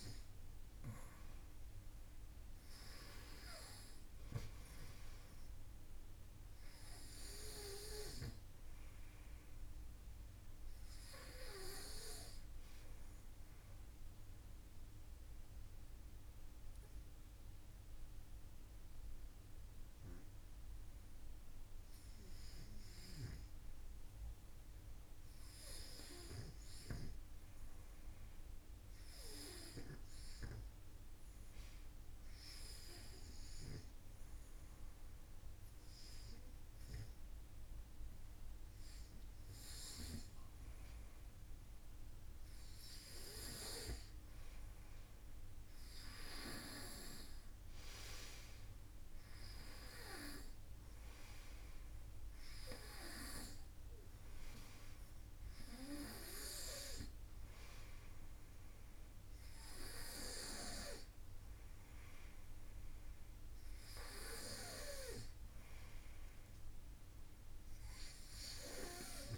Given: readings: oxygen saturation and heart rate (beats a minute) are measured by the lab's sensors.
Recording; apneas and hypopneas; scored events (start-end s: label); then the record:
breathing in sleep by a room microphone; 1
13.00-24.00 s: mixed apnea (oxygen 96% before, 92% lowest, heart rate 57 before, 51 extreme)
26.50-30.50 s: arousal
38.00-49.00 s: oxygen desaturation (device-marked, oxygen 96% before, 92% lowest, heart rate 52 before, 54 extreme)
From the record:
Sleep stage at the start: REM sleep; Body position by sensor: on the front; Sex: male